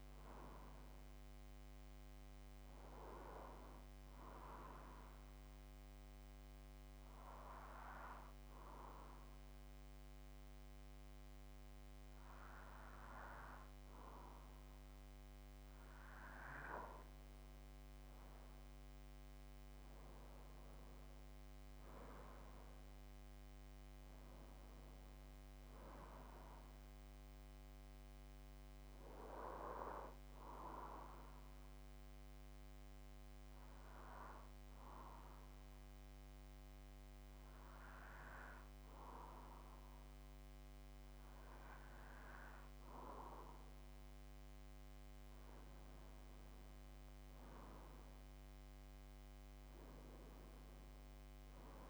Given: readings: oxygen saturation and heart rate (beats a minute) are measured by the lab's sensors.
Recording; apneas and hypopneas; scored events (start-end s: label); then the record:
breathing in sleep by a microphone on the trachea; 2
0.00-11.50 s: oxygen desaturation (device-marked, oxygen 92% lowest)
4.00-15.50 s: obstructive apnea (oxygen 96% before, 92% lowest)
18.00-22.50 s: arousal
29.50-42.00 s: hypopnea (oxygen 95% before, 92% lowest)
44.00-48.00 s: arousal
From the record:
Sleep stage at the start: N2 (light sleep); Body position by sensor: on the back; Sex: male